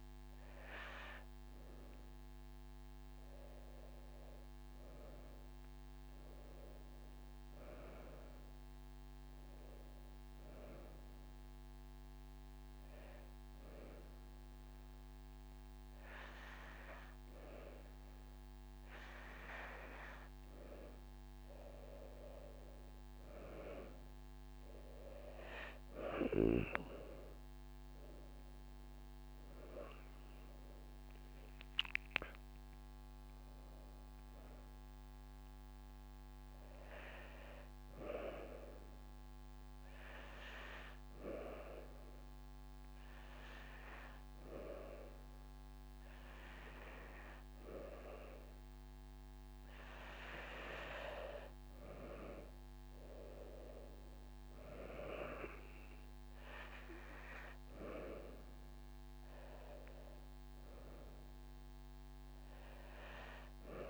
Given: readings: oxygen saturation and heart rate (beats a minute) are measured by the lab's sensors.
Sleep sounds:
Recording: breathing in sleep by a microphone on the trachea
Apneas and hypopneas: 2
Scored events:
11.00-22.50 s: hypopnea (oxygen 99% before, 93% lowest)
13.50-15.50 s: drop in pulse transit time (device-marked)
18.00-20.00 s: long interval between heartbeats (device-marked)
28.00-31.50 s: arousal
28.50-40.50 s: oxygen desaturation (device-marked, oxygen 97% before, 94% lowest)
37.00-39.00 s: long interval between heartbeats (device-marked)
38.50-48.50 s: drop in pulse transit time (device-marked)
39.00-50.50 s: obstructive apnea (oxygen 97% before, 93% lowest)
39.50-41.50 s: long interval between heartbeats (device-marked)
43.00-45.00 s: long interval between heartbeats (device-marked)
49.50-51.50 s: long interval between heartbeats (device-marked)
52.00-55.50 s: arousal
52.50-54.50 s: long interval between heartbeats (device-marked)
52.50-63.90 s: oxygen desaturation (device-marked, oxygen 97% before, 93% lowest)
From the record:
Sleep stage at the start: N2 (light sleep)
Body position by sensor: on the back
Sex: female

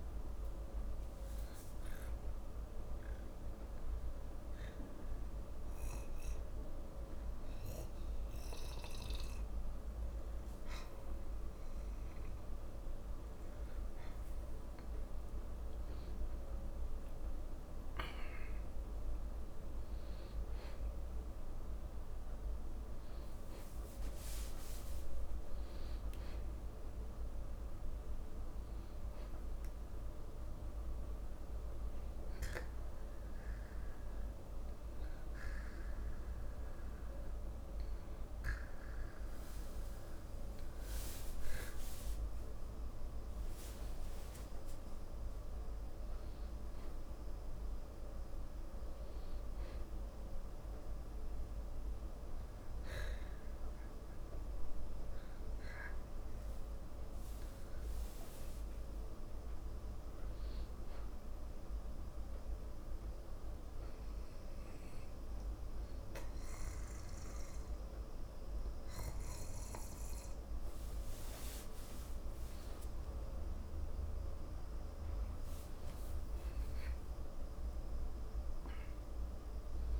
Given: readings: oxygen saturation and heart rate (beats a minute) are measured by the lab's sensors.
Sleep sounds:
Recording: breathing in sleep, hard to hear, by a room microphone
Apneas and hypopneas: 2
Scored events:
5.00-15.50 s: obstructive apnea (oxygen 95% before, 92% lowest, heart rate 66 before, 35 extreme, up 55 after)
18.00-21.50 s: arousal
18.00-33.00 s: oxygen desaturation (device-marked, oxygen 96% before, 92% lowest, heart rate 93 before, 35 extreme)
32.00-42.50 s: hypopnea (oxygen 96% before, 93% lowest, heart rate 99 before, 55 extreme)
44.00-47.50 s: arousal
75.50-80.00 s: arousal
From the record:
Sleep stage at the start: N2 (light sleep)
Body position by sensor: on the back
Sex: male

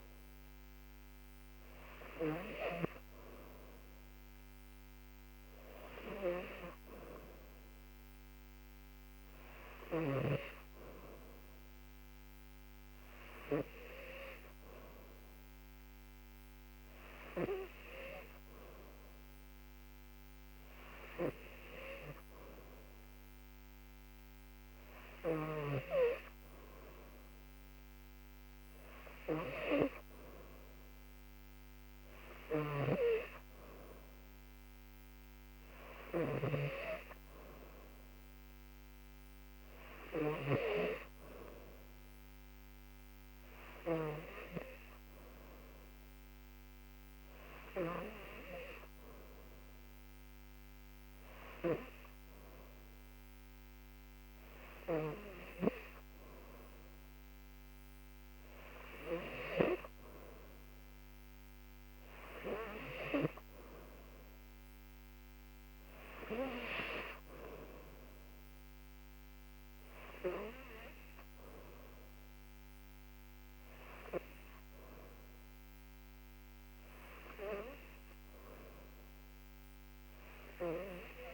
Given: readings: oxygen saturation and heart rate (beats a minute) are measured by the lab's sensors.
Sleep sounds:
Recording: breathing in sleep by a microphone on the trachea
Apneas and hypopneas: none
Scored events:
none scored
From the record:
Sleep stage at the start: N3 (deep sleep)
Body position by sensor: on the back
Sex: female

